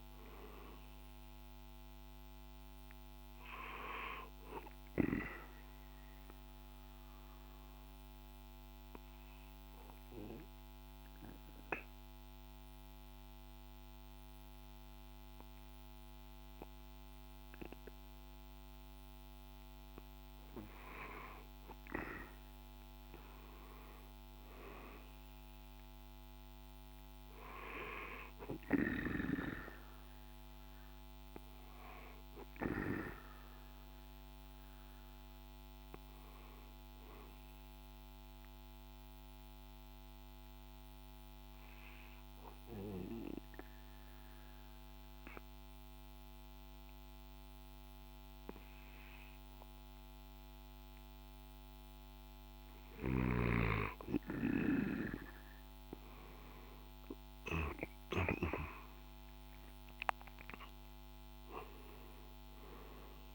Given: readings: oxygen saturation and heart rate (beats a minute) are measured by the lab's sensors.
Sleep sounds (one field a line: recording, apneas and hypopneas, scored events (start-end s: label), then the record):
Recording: breathing in sleep by a microphone on the trachea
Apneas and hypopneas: 2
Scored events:
0.00-1.00 s: arousal
4.50-22.50 s: oxygen desaturation (device-marked, oxygen 97% before, 91% lowest, heart rate 58 before, 55 extreme)
5.00-19.50 s: obstructive apnea (oxygen 97% before, 90% lowest, heart rate 58 before, 55 extreme, up 6 after)
23.00-27.00 s: arousal
31.50-46.50 s: oxygen desaturation (device-marked, oxygen 97% before, 91% lowest, heart rate 58 before, 57 extreme)
38.00-52.00 s: obstructive apnea (oxygen 97% before, 90% lowest, heart rate 59 before, 57 extreme, up 4 after)
57.00-62.00 s: arousal
59.50-63.35 s: drop in pulse transit time (device-marked, heart rate 59 before, 61 extreme)
61.50-63.35 s: oxygen desaturation (device-marked, oxygen 96% before, 90% lowest, heart rate 59 before, 55 extreme)
From the record:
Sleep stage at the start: N2 (light sleep)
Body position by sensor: on the right side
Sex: male